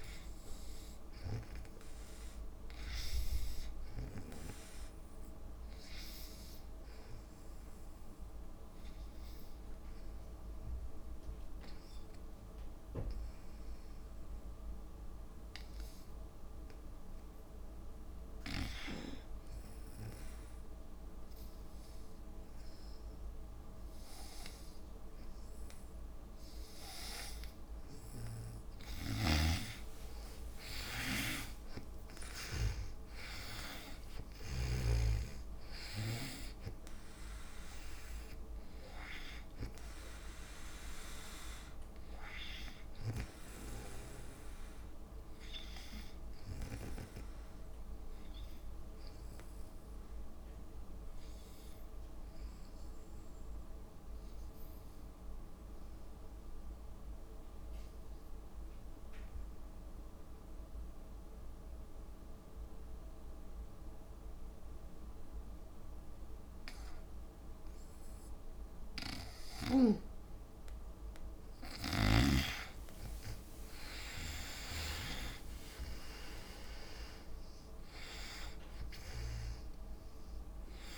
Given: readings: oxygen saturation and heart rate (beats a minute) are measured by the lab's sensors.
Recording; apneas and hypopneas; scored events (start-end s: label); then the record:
breathing in sleep by a room microphone; 2
0.00-16.00 s: oxygen desaturation (device-marked, oxygen 85% lowest, heart rate 57 extreme)
8.00-27.50 s: hypopnea (oxygen 99% before, 82% lowest, heart rate 63 before, 56 extreme, up 51 after)
24.00-53.00 s: oxygen desaturation (device-marked, oxygen 97% before, 88% lowest, heart rate 59 before, 56 extreme)
29.00-33.00 s: snoring (device-marked)
29.50-33.00 s: arousal
31.00-34.00 s: tachycardia (device-marked, heart rate 64 before, 100 extreme)
32.00-34.00 s: long interval between heartbeats (device-marked, heart rate 61 before, 96 extreme)
50.50-67.50 s: obstructive apnea (oxygen 97% before, 82% lowest, heart rate 74 before, 56 extreme, up 12 after)
72.00-75.50 s: arousal
73.00-80.98 s: oxygen desaturation (device-marked, oxygen 97% before, 82% lowest, heart rate 58 before, 56 extreme)
76.50-78.50 s: long interval between heartbeats (device-marked, heart rate 60 before, 78 extreme)
77.00-80.98 s: drop in pulse transit time (device-marked, heart rate 61 before, 56 extreme)
From the record:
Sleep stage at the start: N2 (light sleep); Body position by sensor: on the back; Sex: female